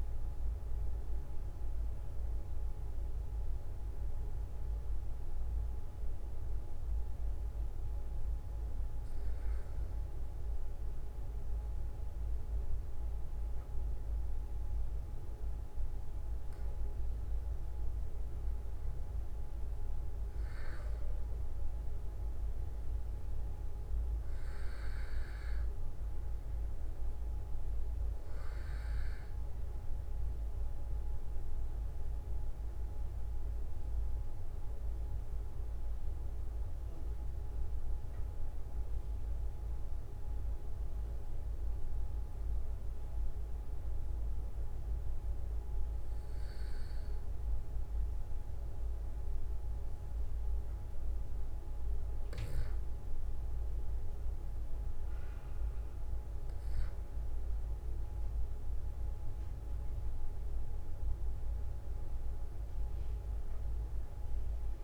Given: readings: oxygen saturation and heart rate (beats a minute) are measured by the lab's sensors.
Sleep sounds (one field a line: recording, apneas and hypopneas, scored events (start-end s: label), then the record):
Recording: breathing in sleep, hard to hear, by a room microphone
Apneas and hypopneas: 2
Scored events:
5.50-16.50 s: obstructive apnea (oxygen 97% before, 94% lowest, heart rate 51 before, 45 extreme, up 1 after)
19.50-24.50 s: arousal
27.00-46.00 s: oxygen desaturation (device-marked, oxygen 97% before, 94% lowest, heart rate 46 before, 44 extreme)
43.00-56.50 s: obstructive apnea (oxygen 98% before, 93% lowest, heart rate 47 before, 44 extreme, up 3 after)
59.50-63.00 s: arousal
62.00-64.84 s: new sleep stage, N2 (light sleep)
From the record:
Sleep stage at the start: N1 (lightest sleep)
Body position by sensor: on the back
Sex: male